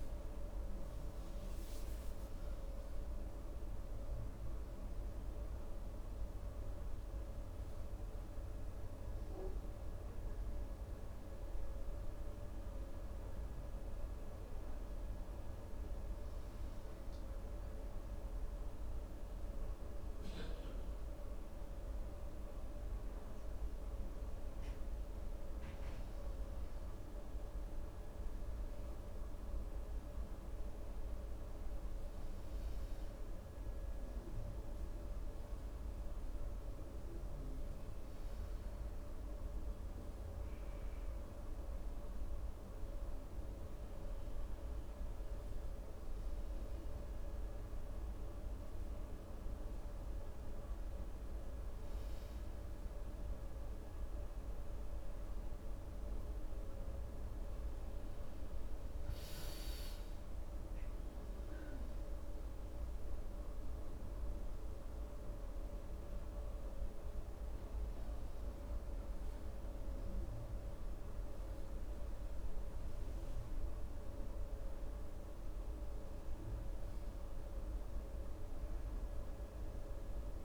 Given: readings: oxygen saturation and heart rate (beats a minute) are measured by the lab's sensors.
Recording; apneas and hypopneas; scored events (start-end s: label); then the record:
breathing in sleep, hard to hear, by a room microphone; none
0.00-9.00 s: oxygen desaturation (device-marked, oxygen 92% lowest, heart rate 65 extreme)
From the record:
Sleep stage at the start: N2 (light sleep); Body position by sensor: on the right side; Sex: male